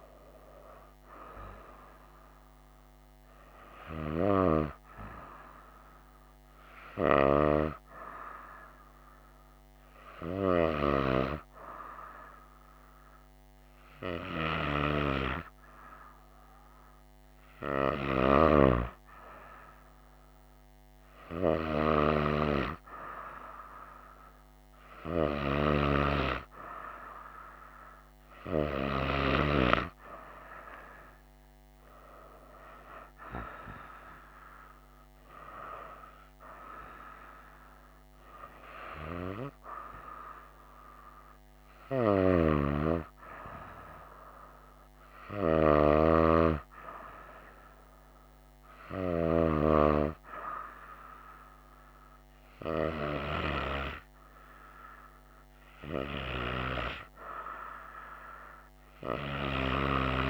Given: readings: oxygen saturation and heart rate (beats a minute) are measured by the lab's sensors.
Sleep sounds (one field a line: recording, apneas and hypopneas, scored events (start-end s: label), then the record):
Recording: breathing in sleep by a microphone on the trachea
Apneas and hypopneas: none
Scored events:
none scored
From the record:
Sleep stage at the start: N2 (light sleep)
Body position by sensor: on the right side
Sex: female